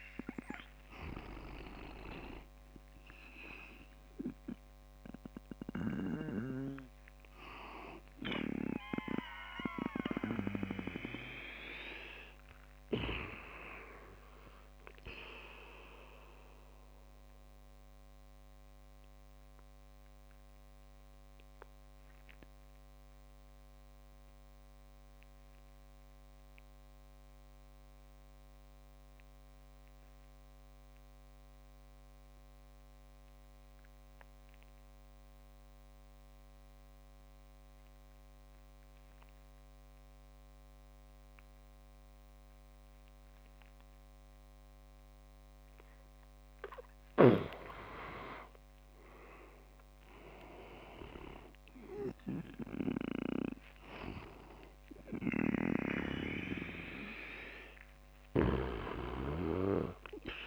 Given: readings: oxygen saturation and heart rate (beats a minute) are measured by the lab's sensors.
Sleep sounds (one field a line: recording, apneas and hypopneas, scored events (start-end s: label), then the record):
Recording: breathing in sleep by a microphone on the trachea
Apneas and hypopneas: 1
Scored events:
0.00-1.00 s: arousal
1.50-17.50 s: oxygen desaturation (device-marked, oxygen 98% before, 89% lowest)
16.50-46.00 s: obstructive apnea (oxygen 99% before, 88% lowest)
22.50-30.50 s: oxygen desaturation (device-marked, oxygen 92% before, 88% lowest)
48.50-60.47 s: oxygen desaturation (device-marked, oxygen 99% before, 89% lowest)
49.00-53.50 s: arousal
From the record:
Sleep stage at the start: REM sleep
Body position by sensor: on the back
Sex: male